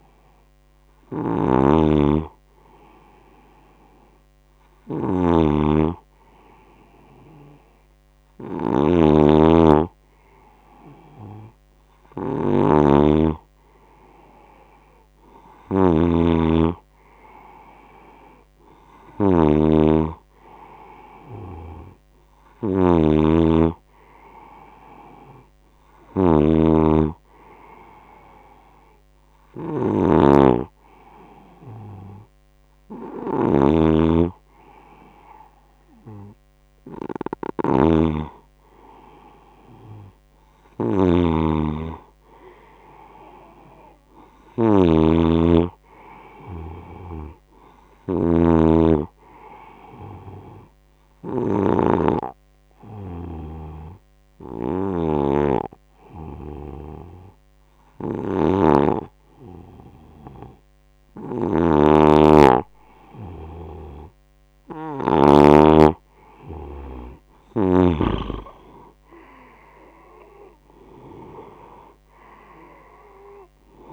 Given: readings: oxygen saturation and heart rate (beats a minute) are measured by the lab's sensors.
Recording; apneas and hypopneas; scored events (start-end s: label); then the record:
breathing in sleep by a microphone on the trachea; 1
0.00-65.00 s: snoring (device-marked)
50.50-61.00 s: obstructive apnea (oxygen 95% before, 93% lowest, heart rate 78 before, 72 extreme, up 10 after)
67.00-70.50 s: arousal
From the record:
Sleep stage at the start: N2 (light sleep); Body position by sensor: on the right side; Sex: male